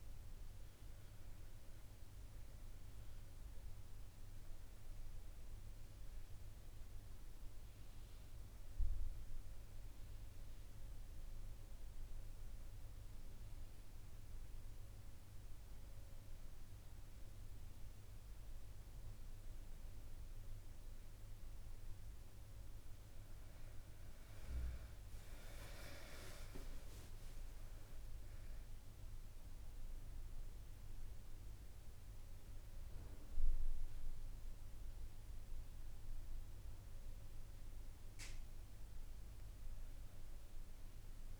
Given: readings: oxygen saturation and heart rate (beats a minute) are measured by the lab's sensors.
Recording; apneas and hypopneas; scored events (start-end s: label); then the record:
breathing in sleep, hard to hear, by a room microphone; none
23.50-27.50 s: arousal
From the record:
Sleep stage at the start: N1 (lightest sleep); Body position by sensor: on the back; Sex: female